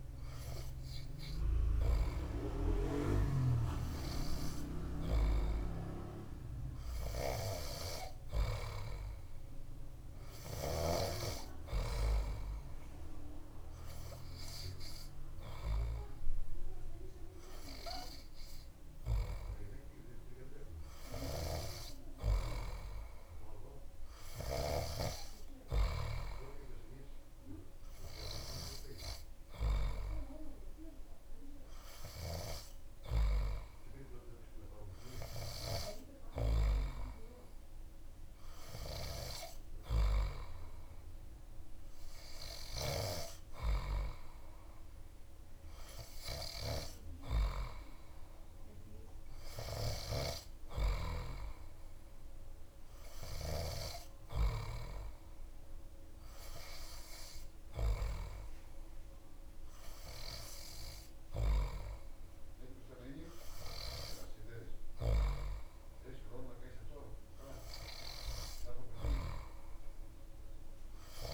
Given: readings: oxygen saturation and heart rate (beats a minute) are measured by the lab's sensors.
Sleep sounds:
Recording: breathing in sleep by a room microphone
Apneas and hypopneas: none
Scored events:
none scored
From the record:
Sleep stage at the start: N3 (deep sleep)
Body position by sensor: on the back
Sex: male

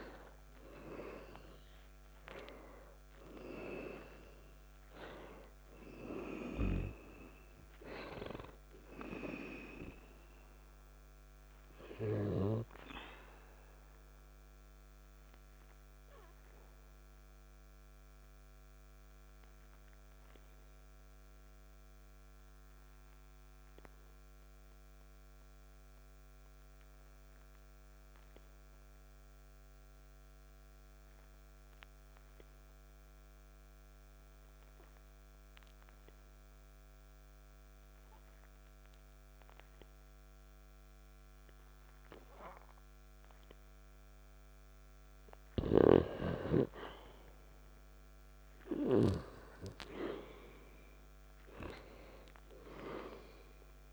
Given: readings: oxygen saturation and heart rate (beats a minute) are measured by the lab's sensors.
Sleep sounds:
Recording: breathing in sleep by a microphone on the trachea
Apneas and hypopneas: 1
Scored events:
0.00-2.50 s: arousal
14.00-43.50 s: obstructive apnea (oxygen 98% before, 90% lowest, heart rate 55 before, 47 extreme, up 1 after)
31.00-42.00 s: oxygen desaturation (device-marked, oxygen 96% before, 91% lowest, heart rate 57 before, 47 extreme)
47.50-52.00 s: arousal
From the record:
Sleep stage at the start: N2 (light sleep)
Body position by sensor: on the back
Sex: male

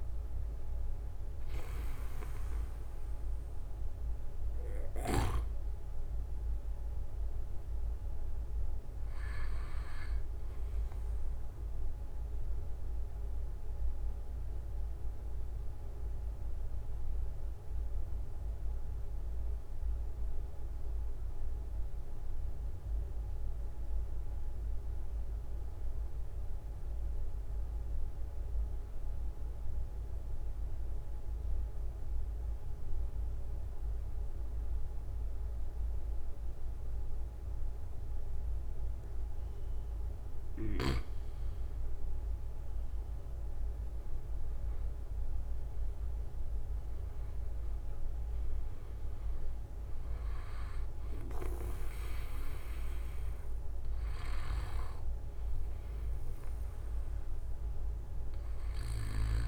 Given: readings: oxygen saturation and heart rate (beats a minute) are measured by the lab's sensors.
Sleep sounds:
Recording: breathing in sleep by a room microphone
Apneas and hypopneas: 1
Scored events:
0.00-1.50 s: long interval between heartbeats (device-marked)
3.50-5.50 s: long interval between heartbeats (device-marked)
8.00-27.00 s: oxygen desaturation (device-marked, oxygen 95% before, 92% lowest)
8.50-10.50 s: long interval between heartbeats (device-marked, heart rate 32 before, 27 extreme)
13.50-40.00 s: obstructive apnea (oxygen 97% before, 91% lowest)
35.50-37.50 s: long interval between heartbeats (device-marked, heart rate 45 before, 37 extreme)
40.50-42.50 s: long interval between heartbeats (device-marked, heart rate 43 before, 38 extreme)
42.00-46.00 s: arousal
47.00-59.48 s: oxygen desaturation (device-marked, oxygen 96% before, 91% lowest)
58.00-59.48 s: long interval between heartbeats (device-marked)
From the record:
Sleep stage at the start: N2 (light sleep)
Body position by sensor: on the right side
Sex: male

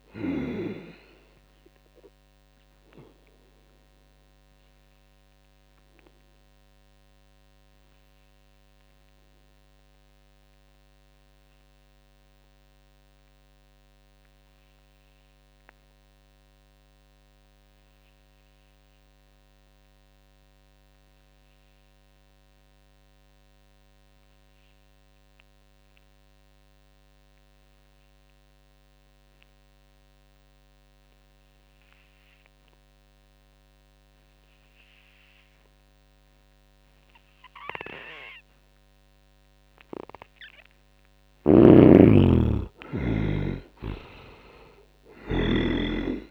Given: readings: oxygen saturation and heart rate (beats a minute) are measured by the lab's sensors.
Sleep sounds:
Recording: breathing in sleep by a microphone on the trachea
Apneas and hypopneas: 1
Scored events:
0.00-15.50 s: oxygen desaturation (device-marked, oxygen 69% lowest, heart rate 54 extreme)
3.00-38.50 s: obstructive apnea (oxygen 98% before, 67% lowest, heart rate 73 before, 54 extreme, up 13 after)
20.50-46.31 s: oxygen desaturation (device-marked, oxygen 98% before, 67% lowest, heart rate 81 before, 54 extreme)
40.50-43.50 s: arousal
41.00-46.31 s: snoring (device-marked)
From the record:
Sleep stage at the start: N2 (light sleep)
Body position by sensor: on the back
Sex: male

